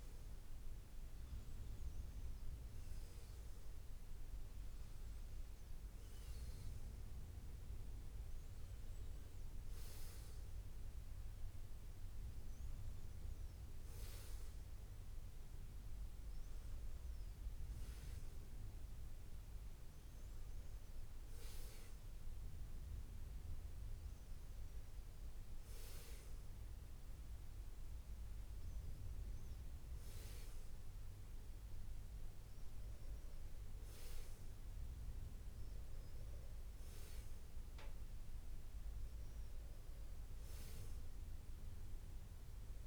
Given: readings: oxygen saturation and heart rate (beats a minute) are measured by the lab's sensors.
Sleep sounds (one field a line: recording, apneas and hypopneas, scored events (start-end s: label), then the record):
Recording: breathing in sleep, hard to hear, by a room microphone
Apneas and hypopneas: none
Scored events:
none scored
From the record:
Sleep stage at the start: N2 (light sleep)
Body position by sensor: on the back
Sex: male